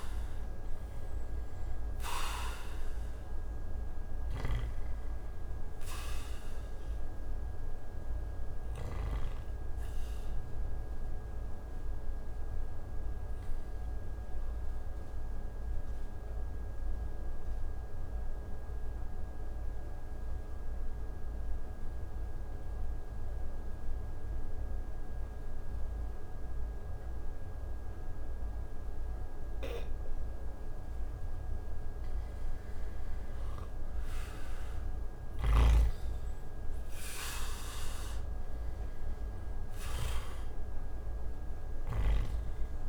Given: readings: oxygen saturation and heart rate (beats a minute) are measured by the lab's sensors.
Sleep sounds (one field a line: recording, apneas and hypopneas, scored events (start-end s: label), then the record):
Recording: breathing in sleep by a room microphone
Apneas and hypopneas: 1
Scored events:
0.00-27.00 s: oxygen desaturation (device-marked, oxygen 86% lowest)
4.00-9.00 s: snoring (device-marked)
12.50-31.00 s: obstructive apnea (oxygen 97% before, 86% lowest)
33.00-36.00 s: arousal
35.00-40.00 s: snoring (device-marked)
41.00-42.89 s: oxygen desaturation (device-marked, oxygen 97% before, 88% lowest)
From the record:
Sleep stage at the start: N2 (light sleep)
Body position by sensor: on the back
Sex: male